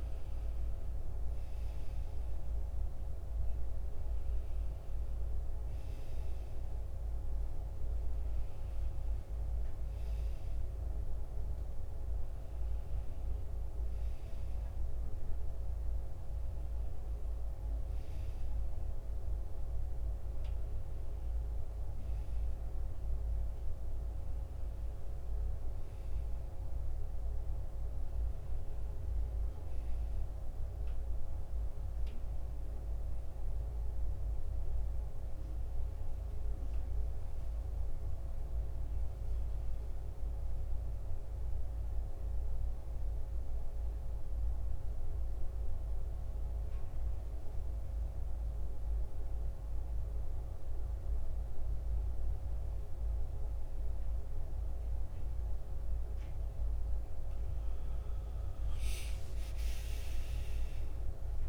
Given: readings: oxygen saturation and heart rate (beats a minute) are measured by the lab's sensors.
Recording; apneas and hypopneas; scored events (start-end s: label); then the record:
breathing in sleep, hard to hear, by a room microphone; 1
0.00-20.00 s: oxygen desaturation (device-marked, oxygen 86% lowest, heart rate 77 extreme)
39.50-43.50 s: arousal
45.50-57.00 s: central apnea (oxygen 96% before, 89% lowest, heart rate 80 before, 72 extreme, up 17 after)
58.00-61.49 s: oxygen desaturation (device-marked, oxygen 94% before, 89% lowest, heart rate 75 before, 80 extreme)
59.00-61.49 s: arousal
From the record:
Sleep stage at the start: N1 (lightest sleep); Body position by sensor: on the back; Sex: male